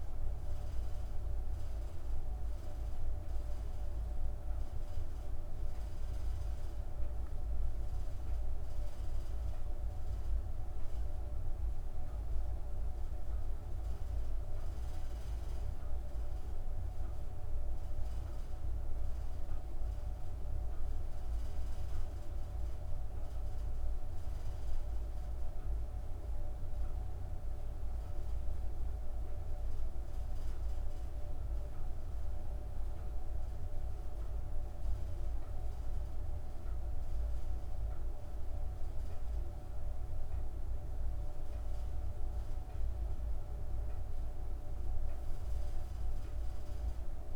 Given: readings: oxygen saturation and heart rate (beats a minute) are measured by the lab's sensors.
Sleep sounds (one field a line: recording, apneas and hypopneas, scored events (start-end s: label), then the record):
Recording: breathing in sleep, hard to hear, by a room microphone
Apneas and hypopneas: none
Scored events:
none scored
From the record:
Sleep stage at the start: N1 (lightest sleep)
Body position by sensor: on the back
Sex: female